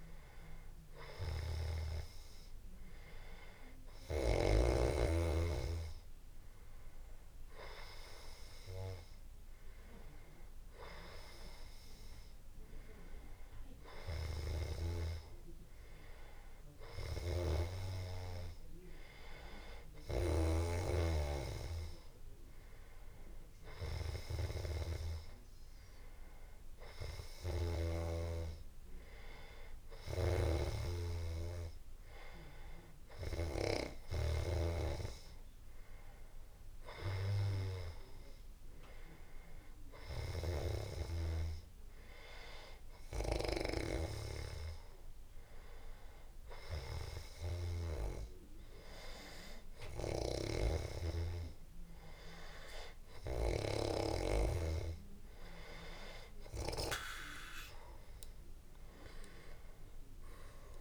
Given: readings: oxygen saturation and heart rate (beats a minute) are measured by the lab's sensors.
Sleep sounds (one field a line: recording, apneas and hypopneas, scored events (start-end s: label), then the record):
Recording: breathing in sleep by a room microphone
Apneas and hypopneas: none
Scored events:
27.50-31.00 s: snoring (device-marked)
46.50-60.81 s: new sleep stage, N2 (light sleep)
From the record:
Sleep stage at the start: N1 (lightest sleep)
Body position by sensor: on the back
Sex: male